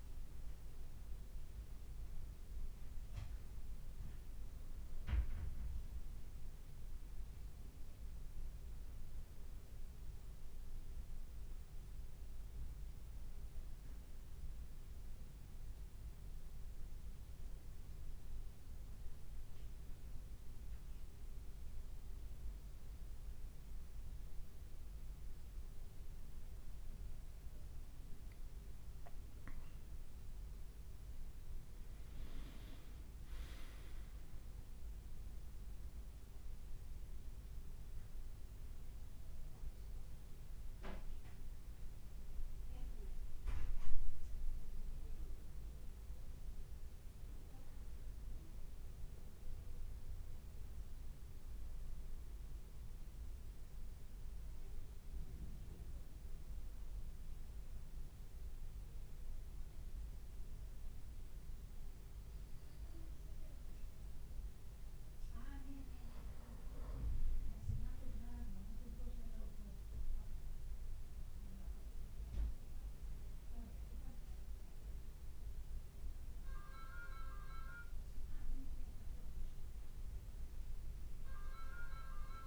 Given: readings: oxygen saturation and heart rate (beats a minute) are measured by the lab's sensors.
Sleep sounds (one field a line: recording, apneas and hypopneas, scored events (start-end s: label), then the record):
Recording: breathing in sleep by a room microphone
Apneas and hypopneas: 1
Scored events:
33.50-82.47 s: new sleep stage, N2 (light sleep)
35.50-39.50 s: arousal
45.50-64.00 s: hypopnea (oxygen 94% before, 93% lowest, heart rate 59 before, 53 extreme, up 1 after)
72.50-82.47 s: oxygen desaturation (device-marked, oxygen 97% before, 93% lowest, heart rate 54 before, 55 extreme)
From the record:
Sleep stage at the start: N1 (lightest sleep)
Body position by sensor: on the back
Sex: male